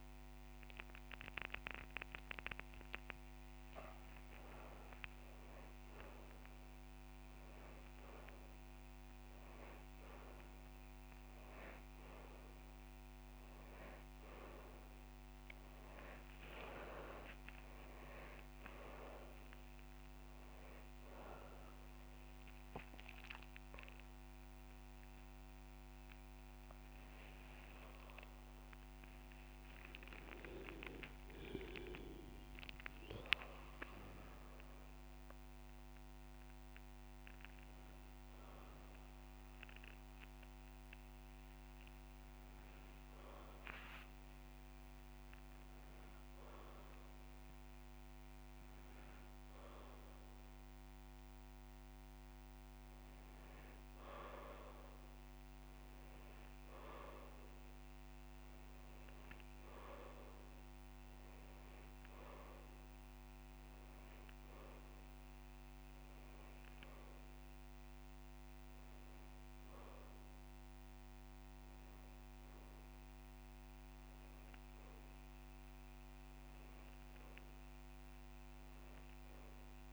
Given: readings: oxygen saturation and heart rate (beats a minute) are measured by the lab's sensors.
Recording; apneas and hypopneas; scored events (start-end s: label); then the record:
breathing in sleep by a microphone on the trachea; none
5.50-7.50 s: long interval between heartbeats (device-marked)
6.50-16.50 s: drop in pulse transit time (device-marked)
11.00-13.00 s: long interval between heartbeats (device-marked)
40.50-42.50 s: long interval between heartbeats (device-marked)
45.50-47.50 s: long interval between heartbeats (device-marked)
58.50-60.50 s: long interval between heartbeats (device-marked)
74.50-79.50 s: drop in pulse transit time (device-marked)
75.00-77.00 s: long interval between heartbeats (device-marked)
From the record:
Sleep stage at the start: N2 (light sleep); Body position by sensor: on the back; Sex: male